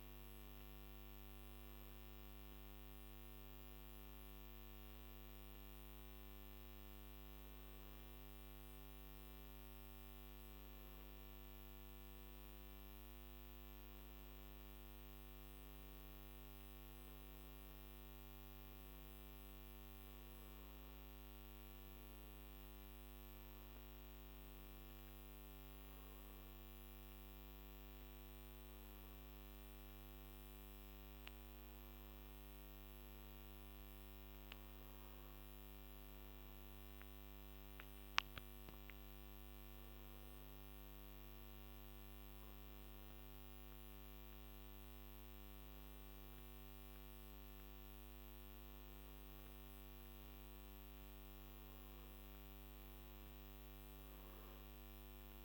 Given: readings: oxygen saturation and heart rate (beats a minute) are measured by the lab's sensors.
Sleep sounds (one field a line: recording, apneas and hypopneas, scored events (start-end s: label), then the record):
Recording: breathing in sleep, hard to hear, by a microphone on the trachea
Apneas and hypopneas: none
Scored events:
20.00-55.45 s: new sleep stage, N2 (light sleep)
From the record:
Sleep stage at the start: N1 (lightest sleep)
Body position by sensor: on the back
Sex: male